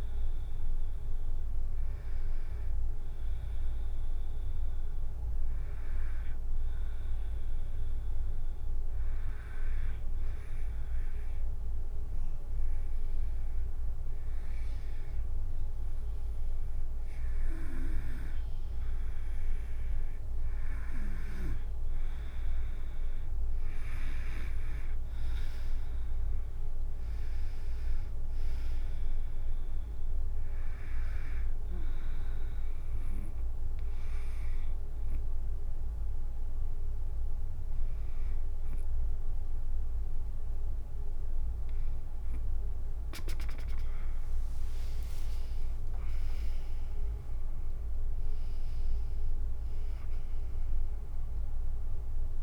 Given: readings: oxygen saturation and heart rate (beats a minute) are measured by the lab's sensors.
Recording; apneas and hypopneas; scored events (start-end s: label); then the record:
breathing in sleep by a room microphone; 2
9.50-20.50 s: hypopnea (oxygen 96% before, 93% lowest, heart rate 75 before, 69 extreme, up 6 after)
23.00-33.00 s: drop in pulse transit time (device-marked, heart rate 74 before, 76 extreme)
24.50-28.50 s: arousal
32.50-43.00 s: hypopnea (oxygen 96% before, 93% lowest, heart rate 77 before, 69 extreme, up 39 after)
42.00-47.00 s: tachycardia (device-marked, heart rate 78 before, 106 extreme)
44.00-52.43 s: drop in pulse transit time (device-marked, heart rate 75 before, 75 extreme)
45.00-49.50 s: arousal
From the record:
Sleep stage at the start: N2 (light sleep); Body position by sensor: on the right side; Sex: female